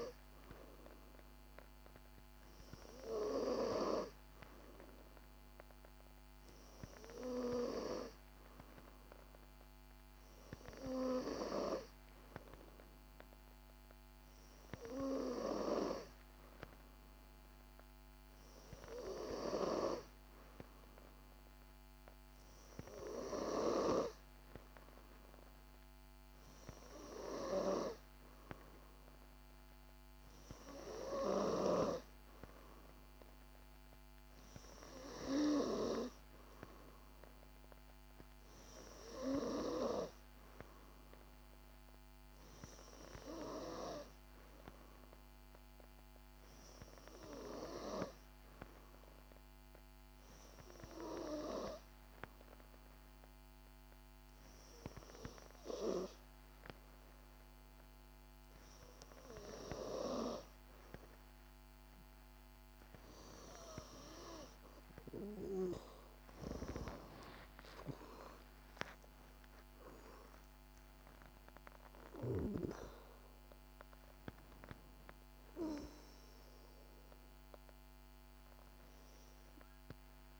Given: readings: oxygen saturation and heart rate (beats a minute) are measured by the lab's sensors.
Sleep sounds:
breathing in sleep by a microphone on the trachea; 1
1.00-8.00 s: oxygen desaturation (device-marked, oxygen 97% before, 94% lowest, heart rate 57 before, 54 extreme)
49.00-61.00 s: hypopnea (oxygen 92% before, 90% lowest, heart rate 59 before, 57 extreme, up 3 after)
66.50-72.50 s: arousal
From the record:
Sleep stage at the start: N2 (light sleep); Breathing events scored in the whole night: 415 in 6.4 hours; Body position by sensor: on the back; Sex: female

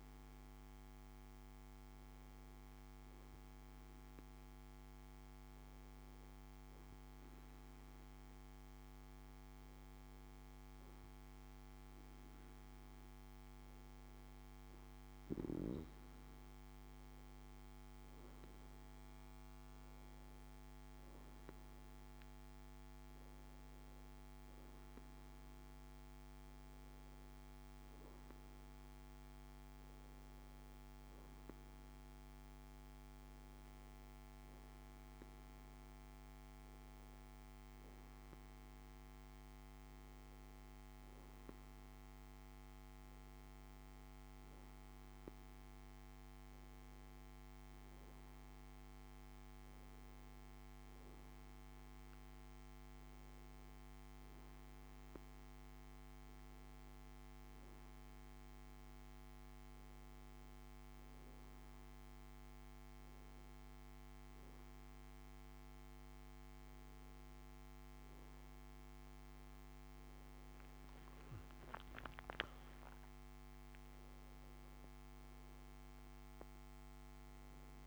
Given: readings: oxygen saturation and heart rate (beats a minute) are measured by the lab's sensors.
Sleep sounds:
breathing in sleep, hard to hear, by a microphone on the trachea; none
none scored
From the record:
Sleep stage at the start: N2 (light sleep); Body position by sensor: on the back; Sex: male

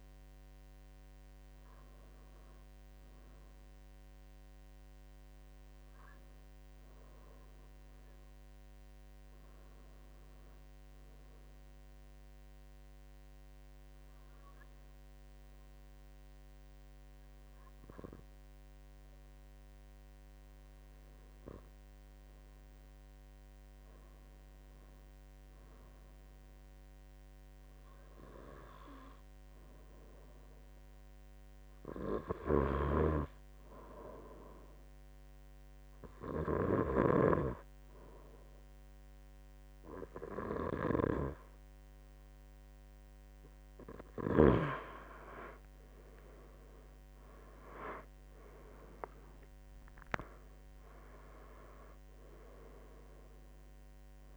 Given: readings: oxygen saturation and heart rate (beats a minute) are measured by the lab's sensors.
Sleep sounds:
breathing in sleep by a microphone on the trachea; 1
0.00-14.00 s: oxygen desaturation (device-marked, oxygen 93% lowest, heart rate 74 extreme)
14.00-42.00 s: obstructive apnea (oxygen 97% before, 92% lowest, heart rate 79 before, 72 extreme, up 5 after)
45.00-48.50 s: arousal
From the record:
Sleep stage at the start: N2 (light sleep); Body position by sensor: on the right side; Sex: male

